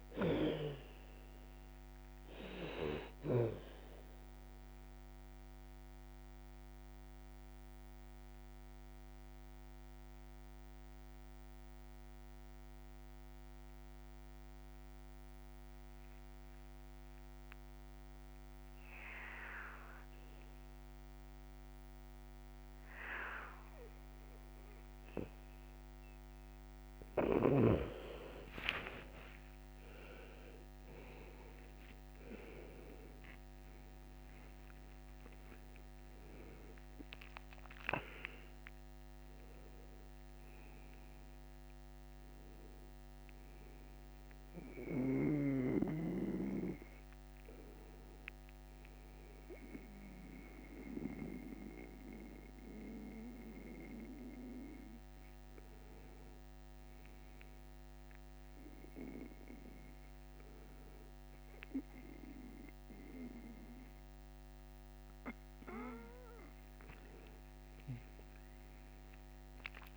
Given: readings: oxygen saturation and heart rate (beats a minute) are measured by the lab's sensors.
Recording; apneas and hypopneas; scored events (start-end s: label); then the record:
a person awake in a sleep study, by a microphone on the trachea; 1
3.00-26.50 s: mixed apnea (oxygen 98% before, 90% lowest, heart rate 69 before, 65 extreme, up 10 after)
18.50-32.50 s: oxygen desaturation (device-marked, oxygen 94% before, 90% lowest, heart rate 70 before, 73 extreme)
20.50-69.97 s: new sleep stage, awake
46.50-63.50 s: oxygen desaturation (device-marked, oxygen 97% before, 91% lowest, heart rate 79 before, 76 extreme)
From the record:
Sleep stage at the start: N2 (light sleep); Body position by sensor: on the back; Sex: male